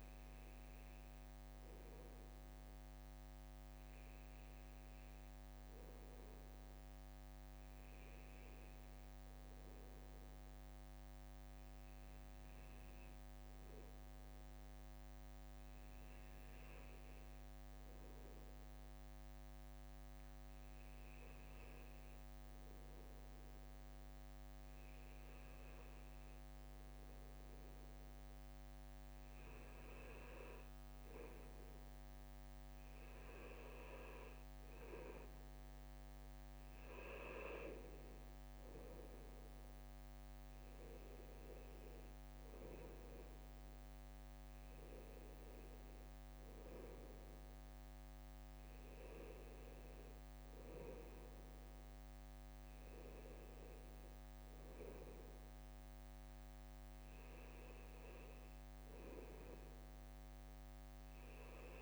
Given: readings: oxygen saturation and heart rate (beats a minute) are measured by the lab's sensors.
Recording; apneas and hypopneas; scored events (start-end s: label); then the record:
breathing in sleep by a microphone on the trachea; none
0.00-15.00 s: bradycardia (device-marked, heart rate 58 extreme)
16.00-30.00 s: bradycardia (device-marked, heart rate 60 before, 58 extreme)
40.00-52.00 s: bradycardia (device-marked, heart rate 60 before, 59 extreme)
53.00-55.00 s: bradycardia (device-marked, heart rate 60 before, 59 extreme)
57.00-61.82 s: bradycardia (device-marked, heart rate 60 before, 58 extreme)
From the record:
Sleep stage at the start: N2 (light sleep); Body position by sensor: on the back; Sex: male